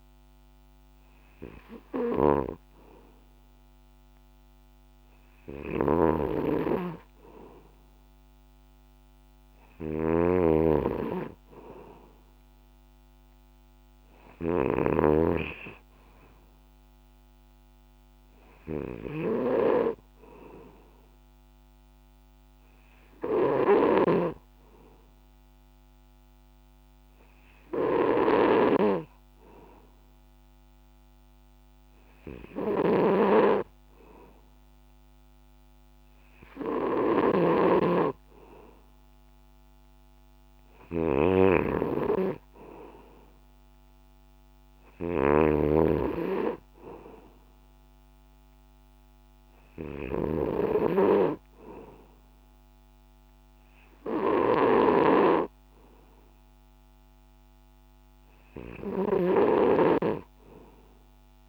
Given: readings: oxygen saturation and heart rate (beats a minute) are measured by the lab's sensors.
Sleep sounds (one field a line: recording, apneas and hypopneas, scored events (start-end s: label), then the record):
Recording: breathing in sleep by a microphone on the trachea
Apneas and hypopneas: none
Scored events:
5.50-61.49 s: snoring (device-marked)
From the record:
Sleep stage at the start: N2 (light sleep)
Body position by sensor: on the back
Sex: male